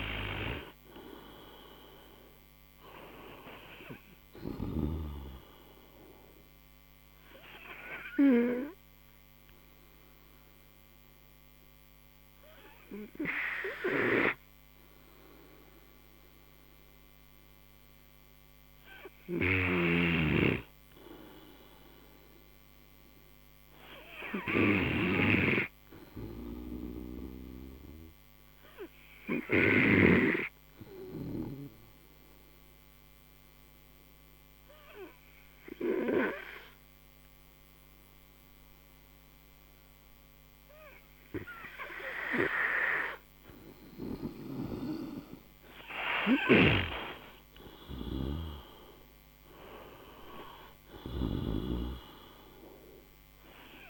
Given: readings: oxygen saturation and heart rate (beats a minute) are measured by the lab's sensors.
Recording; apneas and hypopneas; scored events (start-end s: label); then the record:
breathing in sleep by a microphone on the trachea; 2
6.00-18.50 s: obstructive apnea (oxygen 98% before, 92% lowest, heart rate 67 before, 54 extreme, up 11 after)
20.50-23.50 s: arousal
26.50-40.50 s: oxygen desaturation (device-marked, oxygen 98% before, 93% lowest, heart rate 59 before, 55 extreme)
32.50-44.00 s: obstructive apnea (oxygen 98% before, 92% lowest, heart rate 60 before, 55 extreme, up 21 after)
47.00-49.50 s: arousal
50.50-53.90 s: oxygen desaturation (device-marked, oxygen 96% before, 92% lowest, heart rate 62 before, 55 extreme)
From the record:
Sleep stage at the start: N2 (light sleep); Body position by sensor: on the right side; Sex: male